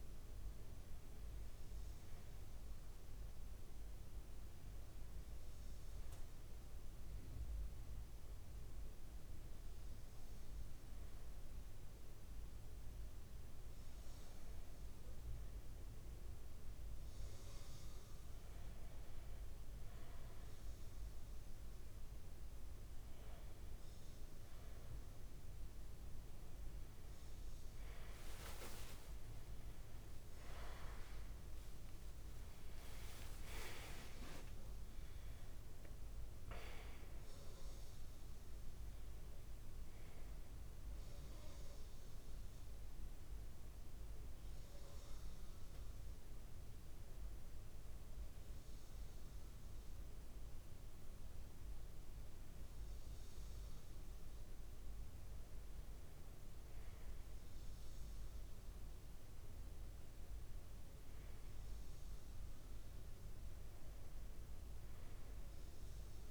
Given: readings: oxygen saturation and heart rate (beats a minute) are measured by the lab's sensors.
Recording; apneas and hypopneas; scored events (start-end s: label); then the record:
breathing in sleep, hard to hear, by a room microphone; 2
9.50-23.50 s: hypopnea (oxygen 96% before, 95% lowest)
28.50-33.50 s: arousal
42.50-52.50 s: hypopnea (oxygen 96% before, 95% lowest)
55.50-59.00 s: arousal
From the record:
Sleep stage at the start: N1 (lightest sleep); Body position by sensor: on the back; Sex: male